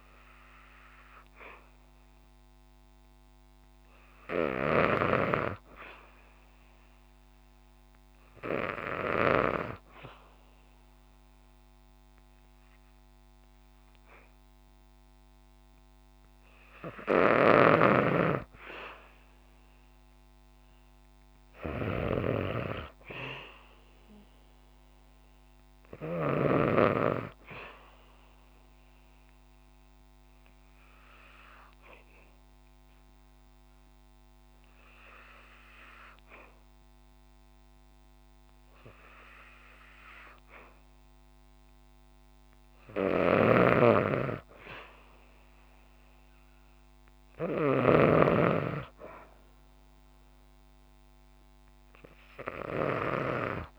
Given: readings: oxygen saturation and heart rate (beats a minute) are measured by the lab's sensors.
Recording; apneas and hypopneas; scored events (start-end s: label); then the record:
breathing in sleep by a microphone on the trachea; 1
16.50-26.00 s: snoring (device-marked)
18.50-22.50 s: arousal
28.50-42.50 s: obstructive apnea (oxygen 96% before, 93% lowest, heart rate 65 before, 63 extreme, up 2 after)
42.50-47.50 s: snoring (device-marked)
46.00-50.00 s: arousal
From the record:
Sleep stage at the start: N2 (light sleep); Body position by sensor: on the back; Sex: female